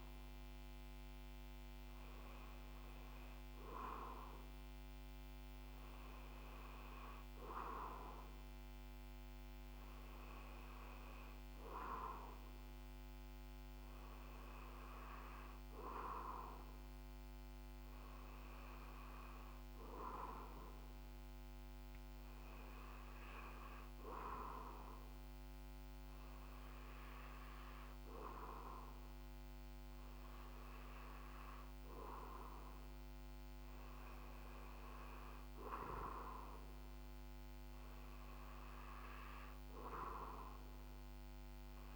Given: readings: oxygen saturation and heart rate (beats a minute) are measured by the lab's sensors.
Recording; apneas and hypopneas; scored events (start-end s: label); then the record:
breathing in sleep by a microphone on the trachea; none
none scored
From the record:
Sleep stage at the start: REM sleep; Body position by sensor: on the back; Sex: male